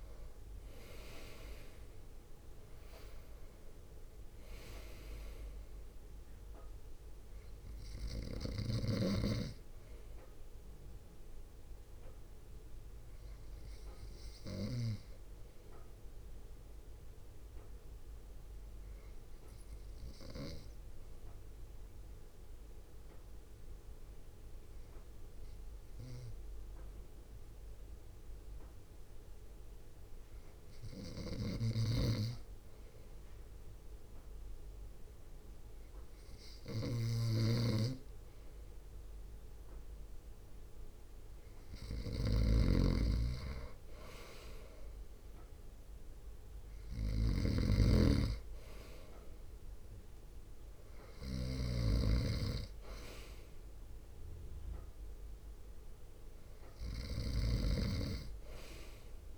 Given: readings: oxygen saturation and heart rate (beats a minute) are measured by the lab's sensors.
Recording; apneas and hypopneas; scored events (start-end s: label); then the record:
breathing in sleep by a room microphone; 1
0.00-14.50 s: drop in pulse transit time (device-marked, heart rate 55 extreme)
4.00-8.00 s: arousal
8.50-15.00 s: snoring (device-marked)
14.50-38.00 s: obstructive apnea (oxygen 97% before, 94% lowest, heart rate 58 before, 54 extreme, up 1 after)
31.50-57.50 s: snoring (device-marked)
39.50-42.50 s: arousal
46.50-59.38 s: drop in pulse transit time (device-marked, heart rate 59 before, 54 extreme)
From the record:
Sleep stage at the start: N2 (light sleep); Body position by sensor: on the front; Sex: male